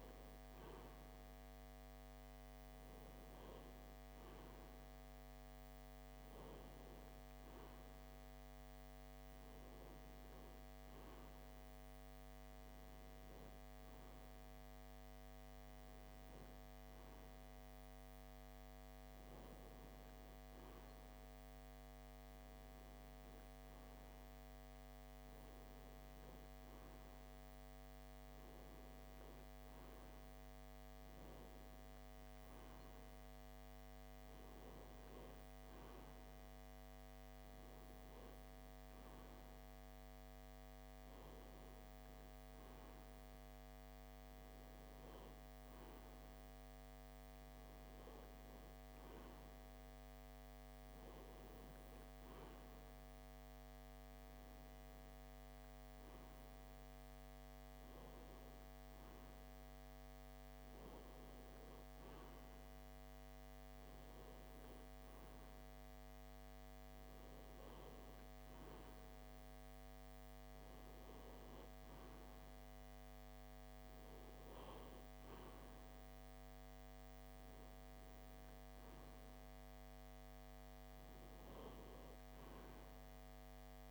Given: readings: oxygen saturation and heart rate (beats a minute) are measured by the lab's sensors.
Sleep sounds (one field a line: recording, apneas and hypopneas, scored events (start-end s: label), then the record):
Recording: breathing in sleep, hard to hear, by a microphone on the trachea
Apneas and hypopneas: none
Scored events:
none scored
From the record:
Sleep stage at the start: N3 (deep sleep)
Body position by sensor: on the left side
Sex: male